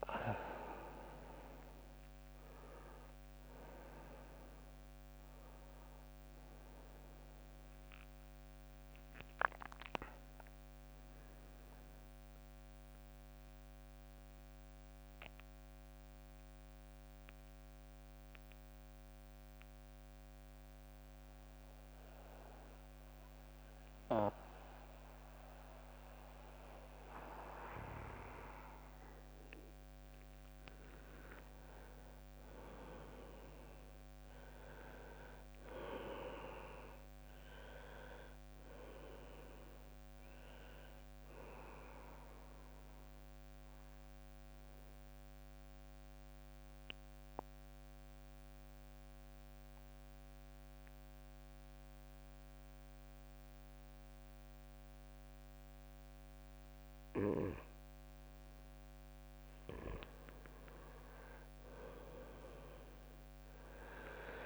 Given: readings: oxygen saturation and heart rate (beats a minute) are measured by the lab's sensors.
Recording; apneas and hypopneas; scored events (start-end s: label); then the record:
breathing in sleep by a microphone on the trachea; 2
0.00-1.00 s: leg movement (device-marked)
0.00-6.50 s: oxygen desaturation (device-marked, oxygen 93% lowest, heart rate 56 extreme)
0.50-14.50 s: drop in pulse transit time (device-marked, heart rate 61 before, 73 extreme)
6.50-10.00 s: arousal
8.50-22.50 s: oxygen desaturation (device-marked, oxygen 95% before, 91% lowest, heart rate 72 before, 56 extreme)
13.00-30.00 s: central apnea (oxygen 97% before, 91% lowest, heart rate 75 before, 56 extreme, up 11 after)
32.00-36.50 s: arousal
45.00-59.00 s: mixed apnea (oxygen 99% before, 93% lowest, heart rate 62 before, 58 extreme, up 8 after)
62.00-64.46 s: arousal
62.50-64.46 s: oxygen desaturation (device-marked, oxygen 98% before, 93% lowest, heart rate 60 before, 58 extreme)
From the record:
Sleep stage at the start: N2 (light sleep); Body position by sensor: on the back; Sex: male